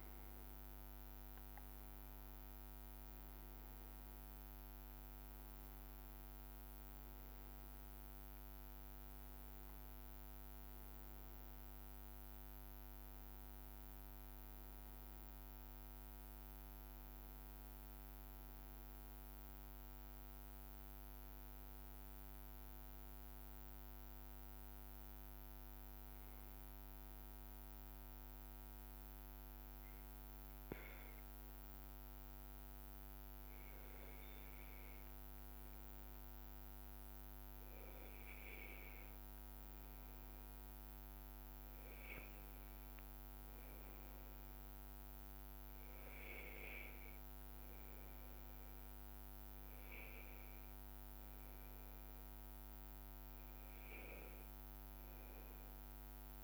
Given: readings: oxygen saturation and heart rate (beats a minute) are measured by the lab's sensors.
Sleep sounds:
breathing in sleep, hard to hear, by a microphone on the trachea; none
none scored
From the record:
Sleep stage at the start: N2 (light sleep); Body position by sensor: on the back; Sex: male

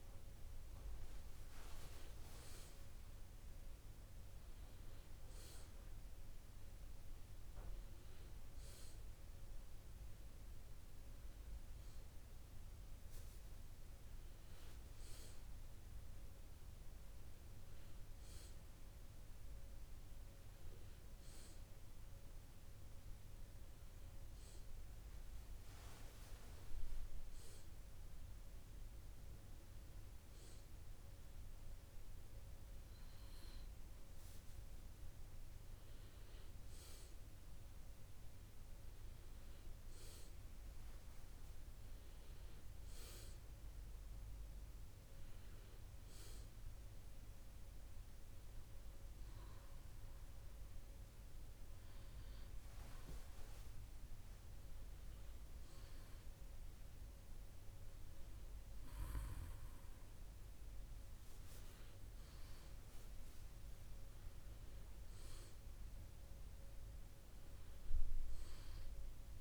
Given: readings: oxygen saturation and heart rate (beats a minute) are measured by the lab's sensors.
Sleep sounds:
breathing in sleep, hard to hear, by a room microphone; none
5.50-69.41 s: new sleep stage, N2 (light sleep)
66.00-69.41 s: arousal
From the record:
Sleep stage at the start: N1 (lightest sleep); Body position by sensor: on the back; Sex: male

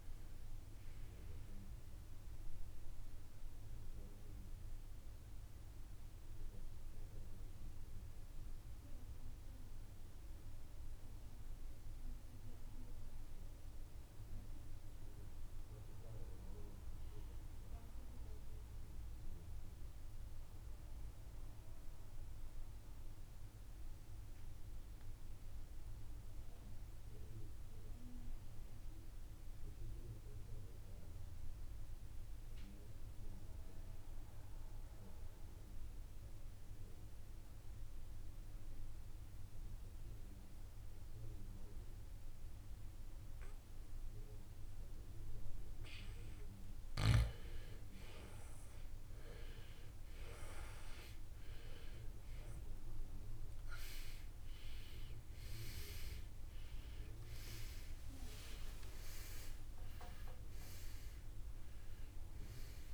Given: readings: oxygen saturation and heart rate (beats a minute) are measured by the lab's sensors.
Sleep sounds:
breathing in sleep by a room microphone; 1
4.00-26.00 s: oxygen desaturation (device-marked, oxygen 93% before, 84% lowest, heart rate 73 before, 55 extreme)
8.50-45.50 s: mixed apnea (oxygen 95% before, 82% lowest, heart rate 75 before, 55 extreme, up 6 after)
45.00-62.93 s: oxygen desaturation (device-marked, oxygen 97% before, 82% lowest, heart rate 61 before, 49 extreme)
48.00-54.00 s: arousal
From the record:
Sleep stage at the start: REM sleep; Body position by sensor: on the right side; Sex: male

